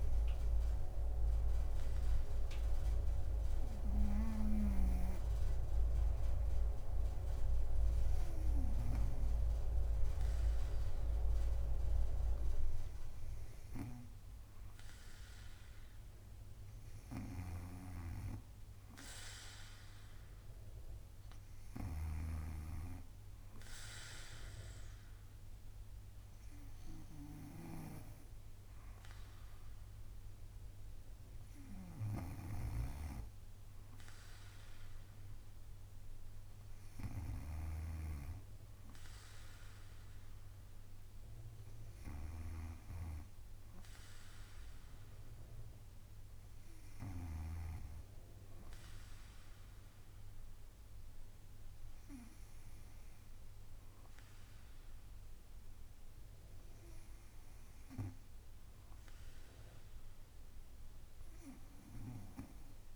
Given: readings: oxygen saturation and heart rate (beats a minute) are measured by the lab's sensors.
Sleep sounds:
breathing in sleep by a room microphone; none
4.50-9.00 s: snoring (device-marked)
17.00-33.00 s: drop in pulse transit time (device-marked, heart rate 62 before, 63 extreme)
17.00-47.50 s: snoring (device-marked)
58.00-62.96 s: drop in pulse transit time (device-marked, heart rate 62 before, 60 extreme)
From the record:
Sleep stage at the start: N2 (light sleep); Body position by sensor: on the back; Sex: female

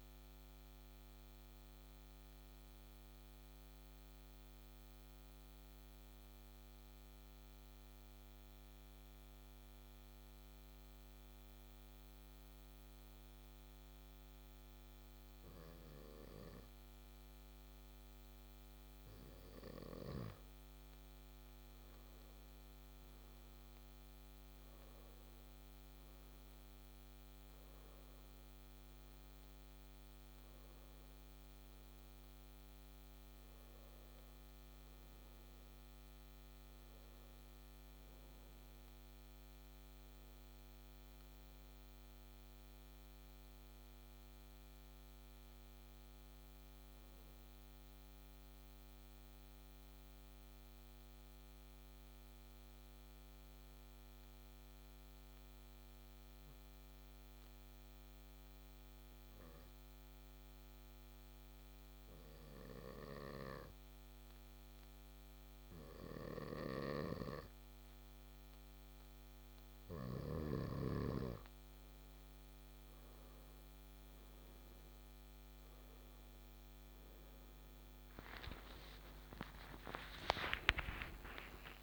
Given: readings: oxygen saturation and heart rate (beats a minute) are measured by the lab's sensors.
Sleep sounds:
breathing in sleep by a microphone on the trachea; 2
2.00-20.50 s: obstructive apnea (oxygen 98% before, 95% lowest)
24.50-30.00 s: arousal
47.50-69.00 s: obstructive apnea (oxygen 98% before, 93% lowest)
75.00-81.83 s: oxygen desaturation (device-marked, oxygen 98% before, 93% lowest)
78.00-81.83 s: arousal
From the record:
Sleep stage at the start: N2 (light sleep); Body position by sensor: on the back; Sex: male

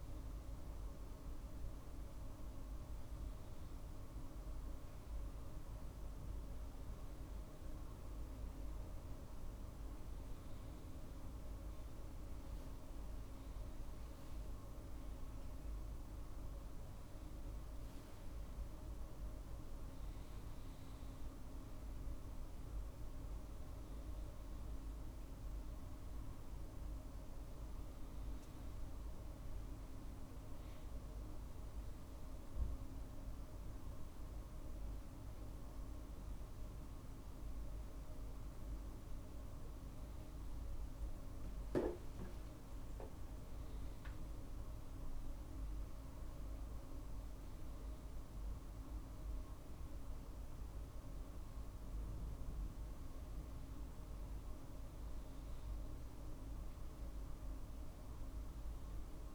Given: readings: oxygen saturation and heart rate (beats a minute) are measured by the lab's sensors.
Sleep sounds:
a person awake in a sleep study, hard to hear, by a room microphone; none
17.50-19.50 s: long interval between heartbeats (device-marked, heart rate 67 before, 70 extreme)
32.50-34.50 s: long interval between heartbeats (device-marked, heart rate 64 before, 68 extreme)
From the record:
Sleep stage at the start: awake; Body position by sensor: on the right side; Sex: male

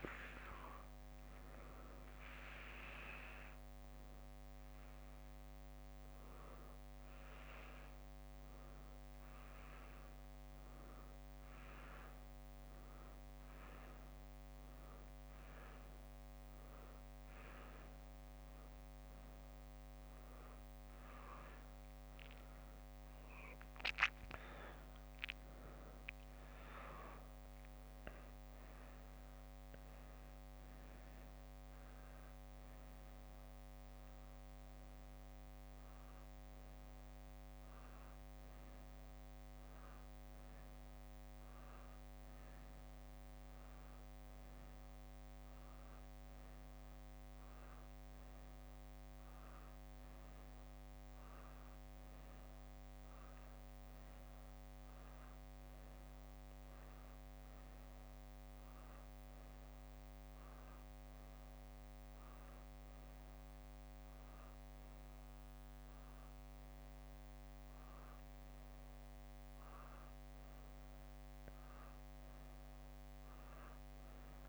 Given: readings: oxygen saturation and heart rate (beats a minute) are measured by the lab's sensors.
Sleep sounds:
a person awake in a sleep study, hard to hear, by a microphone on the trachea; none
0.00-1.00 s: leg movement (device-marked)
1.50-9.50 s: drop in pulse transit time (device-marked, heart rate 69 before, 67 extreme)
2.00-9.00 s: leg movement (device-marked)
18.50-50.50 s: oxygen desaturation (device-marked, oxygen 97% before, 92% lowest, heart rate 67 before, 63 extreme)
21.50-31.50 s: drop in pulse transit time (device-marked, heart rate 67 before, 66 extreme)
26.50-28.50 s: leg movement (device-marked)
68.50-74.49 s: new sleep stage, N1 (lightest sleep)
From the record:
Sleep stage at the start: awake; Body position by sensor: on the back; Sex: female

